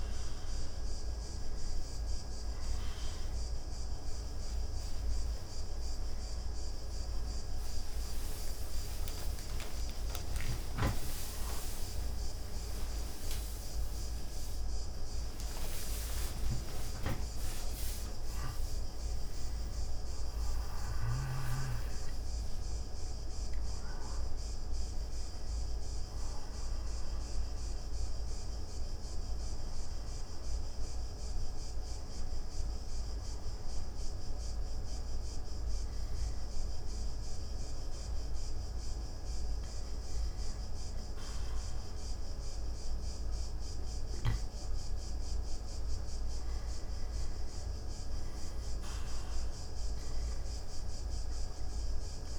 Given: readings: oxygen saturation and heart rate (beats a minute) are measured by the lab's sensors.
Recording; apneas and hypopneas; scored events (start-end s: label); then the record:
breathing in sleep, hard to hear, by a room microphone; 1
6.00-11.00 s: arousal
13.50-43.50 s: new sleep stage, N1 (lightest sleep)
31.00-43.00 s: hypopnea (oxygen 95% before, 91% lowest)
43.50-48.00 s: arousal
43.50-52.39 s: new sleep stage, N2 (light sleep)
From the record:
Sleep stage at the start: N2 (light sleep); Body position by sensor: on the back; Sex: male